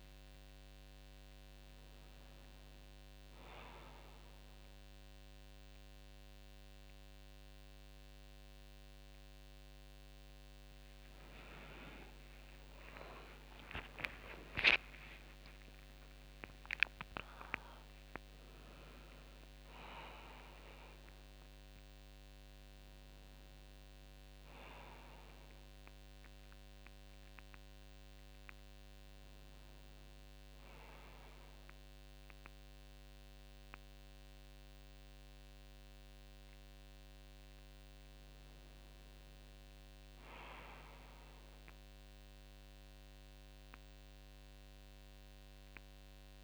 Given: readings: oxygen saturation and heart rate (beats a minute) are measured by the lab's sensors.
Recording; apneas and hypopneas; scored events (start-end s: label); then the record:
a person awake in a sleep study, by a microphone on the trachea; none
none scored
From the record:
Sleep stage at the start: awake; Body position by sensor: on the back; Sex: female